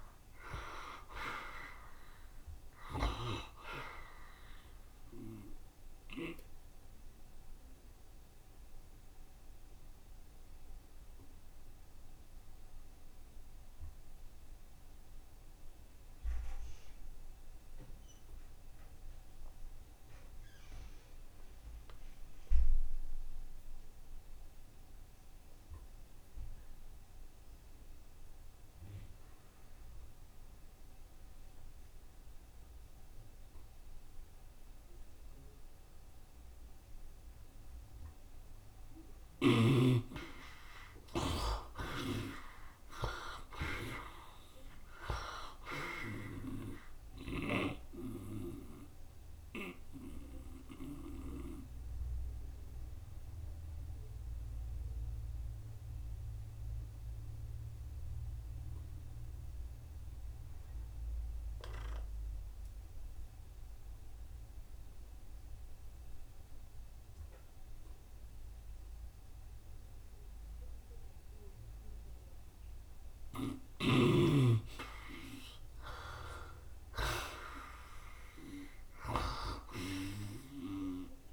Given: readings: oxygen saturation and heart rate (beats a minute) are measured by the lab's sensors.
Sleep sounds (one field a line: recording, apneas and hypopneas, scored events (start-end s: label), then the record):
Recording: breathing in sleep by a room microphone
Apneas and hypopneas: 2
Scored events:
0.00-1.00 s: arousal
0.00-19.00 s: oxygen desaturation (device-marked, oxygen 54% lowest, heart rate 68 extreme)
6.50-38.50 s: mixed apnea (oxygen 61% before, 54% lowest, heart rate 74 before, 68 extreme, up 4 after)
25.00-59.00 s: oxygen desaturation (device-marked, oxygen 87% before, 57% lowest, heart rate 71 before, 69 extreme)
40.50-44.50 s: arousal
48.50-73.00 s: obstructive apnea (oxygen 87% before, 57% lowest, heart rate 71 before, 67 extreme, up 3 after)
67.00-81.33 s: oxygen desaturation (device-marked, oxygen 85% before, 58% lowest, heart rate 73 before, 66 extreme)
74.50-79.00 s: arousal
From the record:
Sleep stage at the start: N2 (light sleep)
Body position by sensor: on the right side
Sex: male